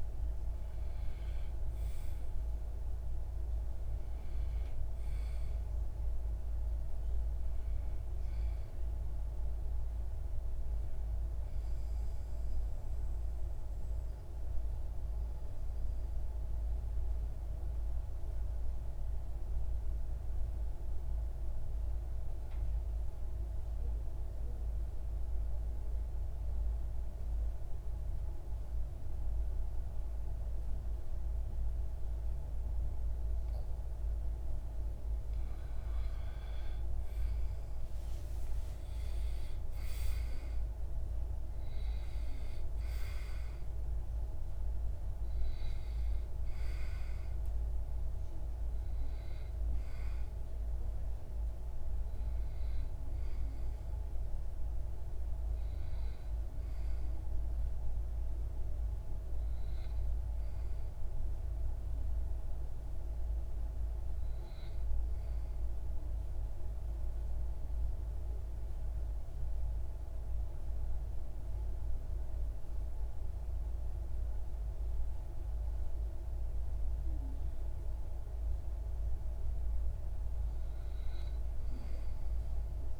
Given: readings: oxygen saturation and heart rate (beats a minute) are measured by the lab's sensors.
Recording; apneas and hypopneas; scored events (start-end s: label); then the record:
breathing in sleep, hard to hear, by a room microphone; 2
1.00-61.00 s: new sleep stage, N2 (light sleep)
11.00-33.50 s: mixed apnea (oxygen 97% before, 92% lowest)
34.00-38.00 s: arousal
38.00-61.00 s: oxygen desaturation (device-marked, oxygen 96% before, 92% lowest)
61.00-82.99 s: new sleep stage, REM sleep
64.00-78.00 s: central apnea (oxygen 97% before, 94% lowest)
81.00-82.99 s: arousal
From the record:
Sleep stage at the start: REM sleep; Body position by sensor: on the back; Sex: male